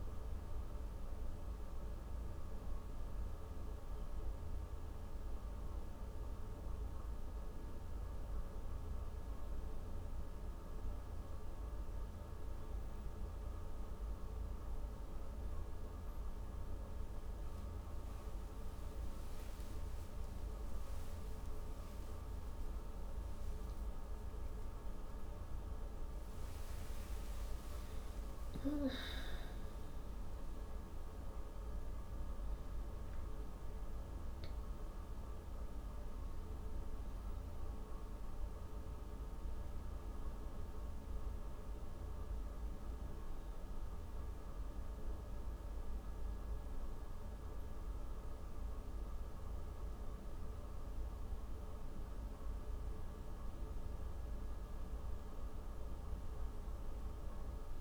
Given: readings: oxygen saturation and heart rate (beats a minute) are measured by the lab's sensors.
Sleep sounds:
breathing in sleep, hard to hear, by a room microphone; none
18.50-24.50 s: arousal
From the record:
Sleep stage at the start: N1 (lightest sleep); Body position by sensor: on the back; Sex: female

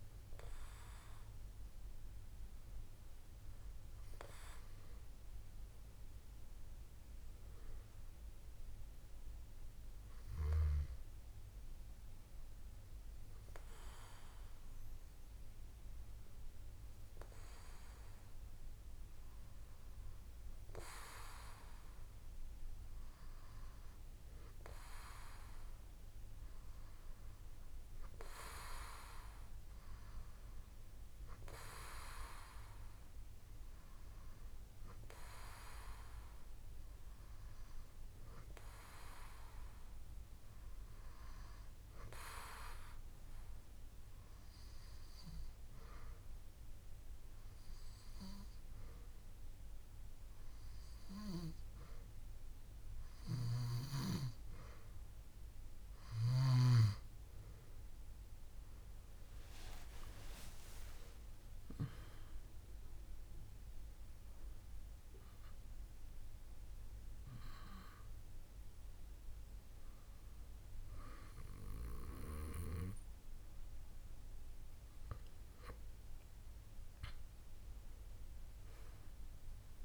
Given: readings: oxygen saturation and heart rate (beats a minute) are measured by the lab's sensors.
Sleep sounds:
breathing in sleep by a room microphone; 1
2.00-4.00 s: long interval between heartbeats (device-marked, heart rate 40 before, 35 extreme)
6.00-8.00 s: long interval between heartbeats (device-marked, heart rate 40 before, 48 extreme)
18.00-32.00 s: drop in pulse transit time (device-marked)
21.00-23.00 s: long interval between heartbeats (device-marked, heart rate 54 before, 70 extreme)
25.00-27.00 s: long interval between heartbeats (device-marked, heart rate 59 before, 54 extreme)
41.50-55.00 s: obstructive apnea (oxygen 95% before, 91% lowest, heart rate 51 before, 30 extreme, up 12 after)
46.50-48.50 s: long interval between heartbeats (device-marked, heart rate 54 before, 75 extreme)
48.00-58.00 s: drop in pulse transit time (device-marked, heart rate 56 before, 56 extreme)
50.50-52.50 s: long interval between heartbeats (device-marked, heart rate 57 before, 66 extreme)
56.00-58.00 s: long interval between heartbeats (device-marked, heart rate 68 before, 60 extreme)
58.00-62.00 s: arousal
58.50-60.50 s: long interval between heartbeats (device-marked, heart rate 69 before, 68 extreme)
60.00-71.00 s: drop in pulse transit time (device-marked, heart rate 68 before, 30 extreme)
From the record:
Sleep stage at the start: N2 (light sleep); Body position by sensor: on the back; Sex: female

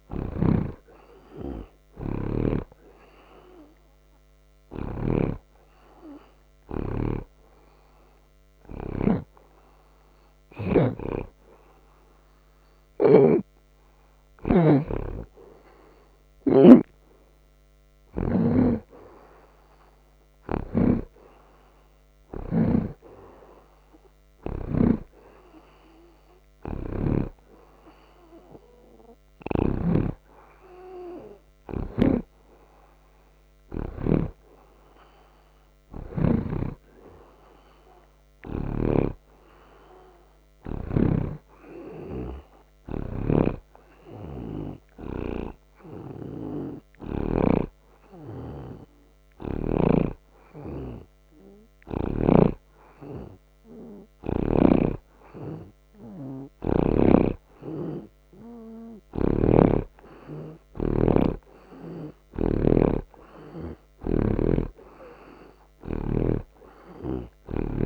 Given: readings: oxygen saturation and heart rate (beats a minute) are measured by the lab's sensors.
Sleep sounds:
breathing in sleep by a microphone on the trachea; none
0.00-11.00 s: snoring (device-marked)
13.00-39.00 s: snoring (device-marked)
41.00-47.50 s: snoring (device-marked)
59.50-67.86 s: snoring (device-marked)
61.00-65.00 s: arousal
62.00-67.86 s: oxygen desaturation (device-marked, oxygen 86% before, 82% lowest)
From the record:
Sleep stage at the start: N2 (light sleep); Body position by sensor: on the right side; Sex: male

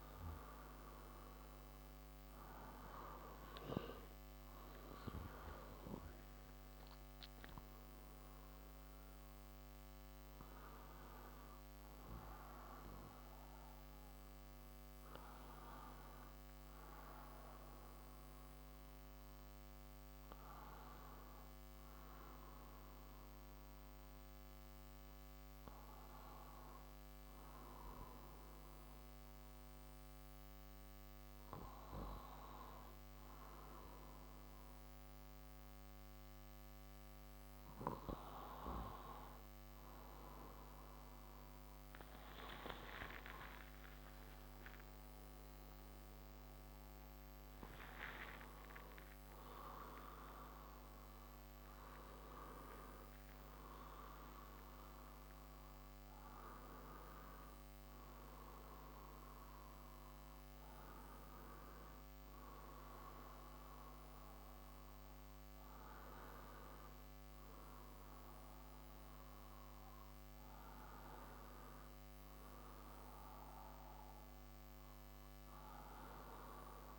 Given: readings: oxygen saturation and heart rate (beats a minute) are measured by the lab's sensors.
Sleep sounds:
breathing in sleep by a microphone on the trachea; none
0.00-16.50 s: oxygen desaturation (device-marked, oxygen 91% lowest)
27.50-76.98 s: new sleep stage, N1 (lightest sleep)
42.50-46.50 s: arousal
From the record:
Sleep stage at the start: N2 (light sleep); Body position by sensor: on the left side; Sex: male

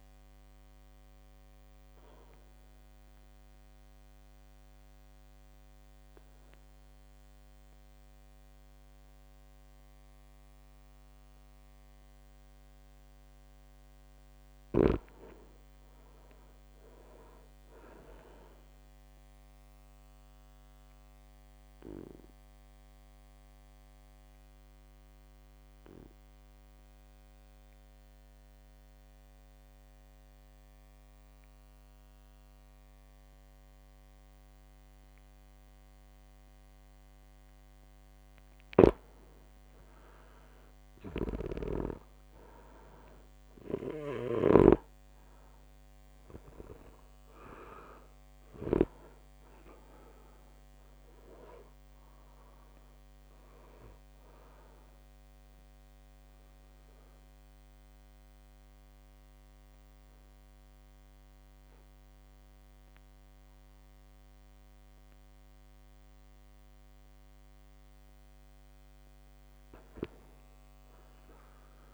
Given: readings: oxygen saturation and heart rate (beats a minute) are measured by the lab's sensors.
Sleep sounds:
breathing in sleep by a microphone on the trachea; 3
1.00-12.00 s: obstructive apnea (oxygen 99% before, 94% lowest, heart rate 58 before, 56 extreme, up 4 after)
10.50-27.50 s: drop in pulse transit time (device-marked, heart rate 59 before, 56 extreme)
12.50-23.50 s: oxygen desaturation (device-marked, oxygen 98% before, 94% lowest, heart rate 59 before, 56 extreme)
22.00-38.00 s: obstructive apnea (oxygen 98% before, 96% lowest, heart rate 58 before, 56 extreme, up 5 after)
41.00-49.00 s: snoring (device-marked)
48.50-71.94 s: oxygen desaturation (device-marked, oxygen 99% before, 96% lowest, heart rate 59 before, 54 extreme)
50.00-53.50 s: arousal
55.00-67.00 s: obstructive apnea (oxygen 99% before, 95% lowest, heart rate 60 before, 54 extreme, up 13 after)
69.50-71.50 s: long interval between heartbeats (device-marked, heart rate 59 before, 69 extreme)
69.50-71.94 s: arousal
From the record:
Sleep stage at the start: N2 (light sleep); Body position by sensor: on the back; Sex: male

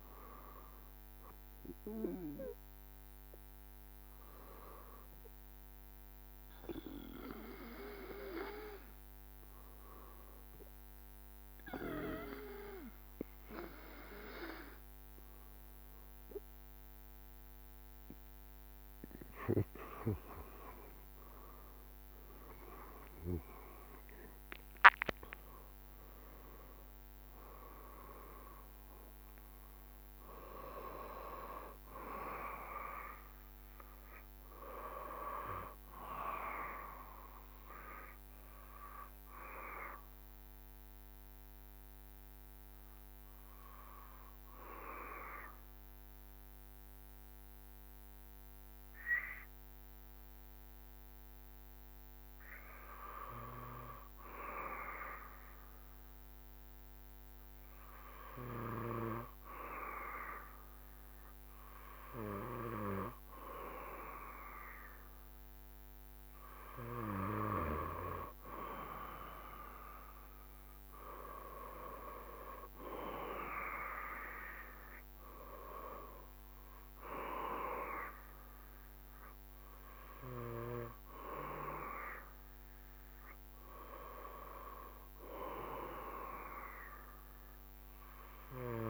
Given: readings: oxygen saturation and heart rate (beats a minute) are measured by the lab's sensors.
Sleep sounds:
breathing in sleep by a microphone on the trachea; 1
31.00-35.50 s: arousal
38.50-65.50 s: obstructive apnea (oxygen 96% before, 95% lowest, heart rate 78 before, 66 extreme, up 4 after)
69.50-73.50 s: arousal
From the record:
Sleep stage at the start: N2 (light sleep); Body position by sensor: on the back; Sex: male

